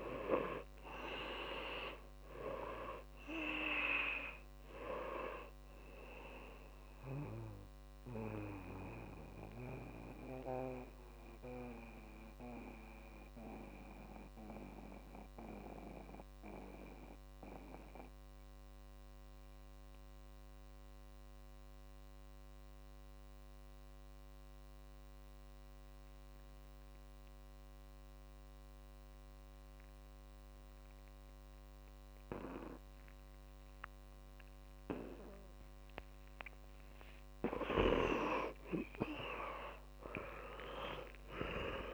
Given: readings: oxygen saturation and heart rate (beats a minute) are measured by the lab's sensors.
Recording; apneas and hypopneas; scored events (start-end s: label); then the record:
breathing in sleep by a microphone on the trachea; 1
0.00-26.50 s: oxygen desaturation (device-marked, oxygen 88% lowest, heart rate 54 extreme)
9.00-36.50 s: mixed apnea (oxygen 99% before, 86% lowest, heart rate 74 before, 54 extreme, up 15 after)
34.50-41.94 s: oxygen desaturation (device-marked, oxygen 100% before, 86% lowest, heart rate 60 before, 53 extreme)
38.50-41.94 s: arousal
From the record:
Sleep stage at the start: N2 (light sleep); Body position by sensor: on the back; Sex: male